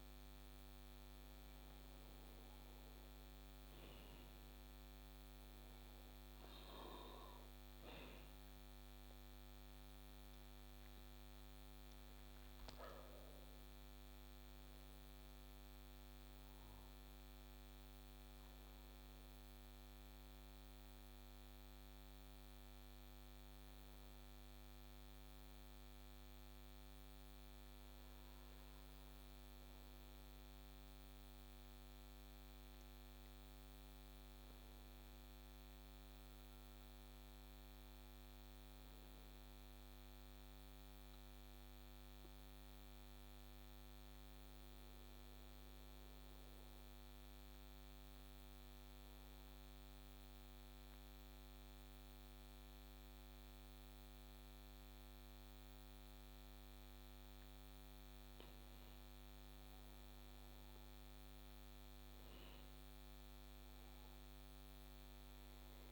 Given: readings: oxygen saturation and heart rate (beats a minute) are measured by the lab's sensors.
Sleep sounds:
breathing in sleep, hard to hear, by a microphone on the trachea; 1
1.00-31.00 s: new sleep stage, N1 (lightest sleep)
31.00-65.92 s: new sleep stage, N2 (light sleep)
32.00-36.50 s: arousal
41.00-57.00 s: central apnea (oxygen 98% before, 95% lowest, heart rate 39 before, 25 extreme, up 12 after)
59.00-63.50 s: arousal
From the record:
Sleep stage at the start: N2 (light sleep); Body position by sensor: on the back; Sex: male

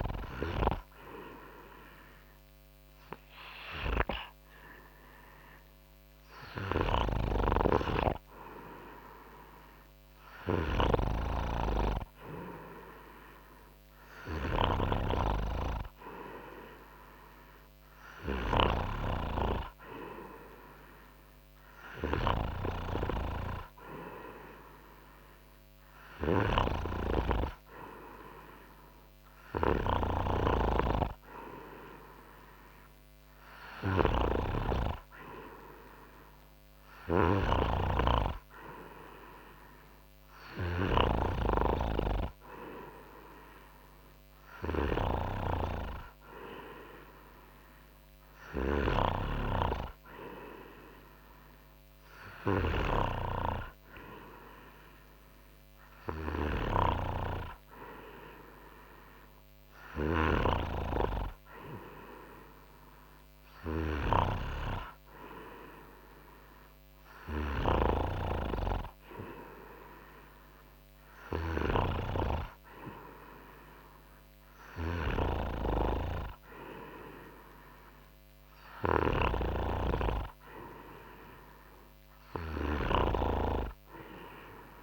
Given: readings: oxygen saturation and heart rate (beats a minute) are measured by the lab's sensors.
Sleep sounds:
breathing in sleep by a microphone on the trachea; none
none scored
From the record:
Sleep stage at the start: N3 (deep sleep); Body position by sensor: on the front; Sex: male

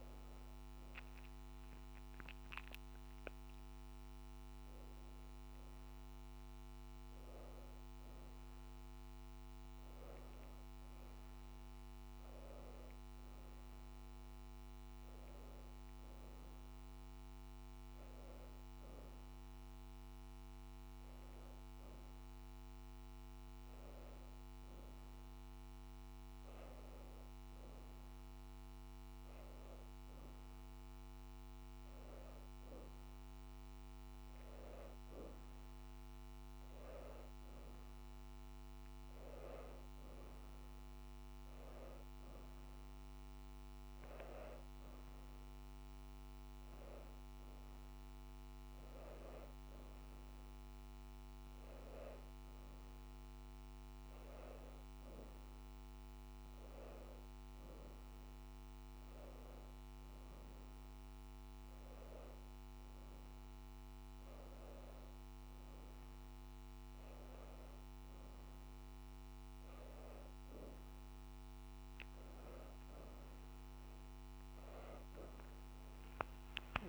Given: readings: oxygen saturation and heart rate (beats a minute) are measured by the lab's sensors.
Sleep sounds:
breathing in sleep, hard to hear, by a microphone on the trachea; none
74.00-76.89 s: new sleep stage, awake
From the record:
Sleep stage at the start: N1 (lightest sleep); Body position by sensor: on the back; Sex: female

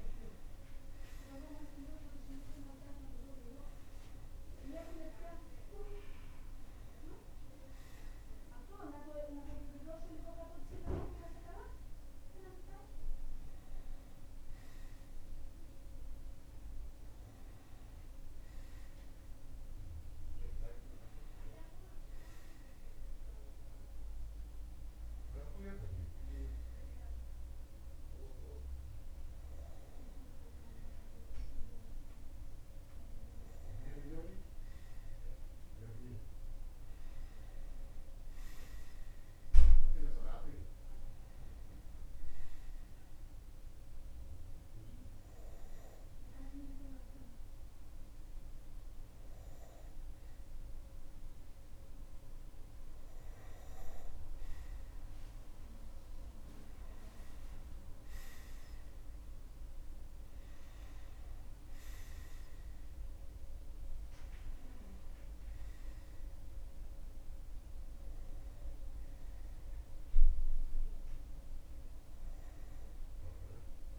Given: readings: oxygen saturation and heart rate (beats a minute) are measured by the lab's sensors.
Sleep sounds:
breathing in sleep by a room microphone; none
28.50-73.98 s: new sleep stage, N2 (light sleep)
From the record:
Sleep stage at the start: N1 (lightest sleep); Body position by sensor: on the right side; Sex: male

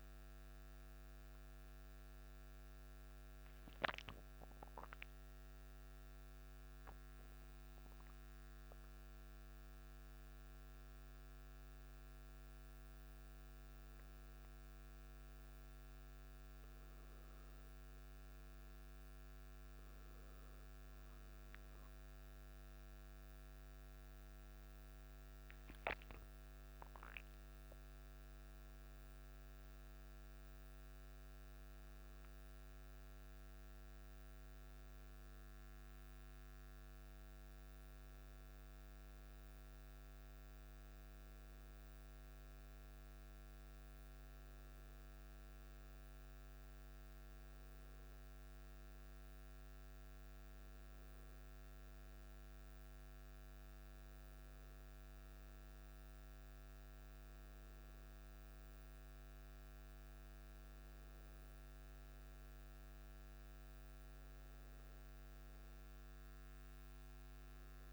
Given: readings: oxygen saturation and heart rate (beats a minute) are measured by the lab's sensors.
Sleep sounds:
a person awake in a sleep study, hard to hear, by a microphone on the trachea; none
42.00-67.93 s: new sleep stage, N1 (lightest sleep)
From the record:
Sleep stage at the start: awake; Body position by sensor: on the back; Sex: male

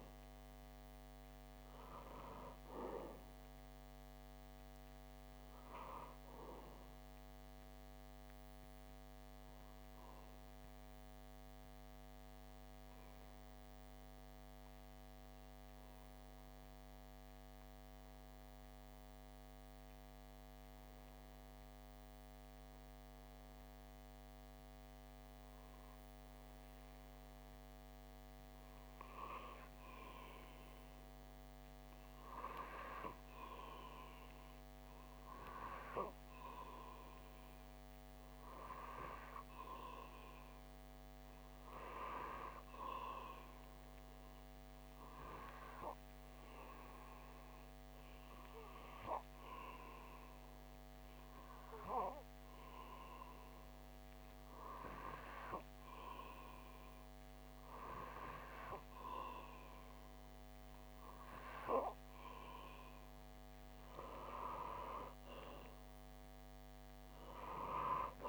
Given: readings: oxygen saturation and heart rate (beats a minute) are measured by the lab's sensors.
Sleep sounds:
breathing in sleep by a microphone on the trachea; 2
0.00-13.50 s: oxygen desaturation (device-marked, oxygen 92% lowest)
7.50-26.00 s: obstructive apnea (oxygen 96% before, 91% lowest)
29.00-33.00 s: arousal
34.50-49.50 s: oxygen desaturation (device-marked, oxygen 97% before, 93% lowest)
45.50-57.00 s: obstructive apnea (oxygen 97% before, 91% lowest)
61.50-66.00 s: arousal
From the record:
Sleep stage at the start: N2 (light sleep); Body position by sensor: on the back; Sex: male

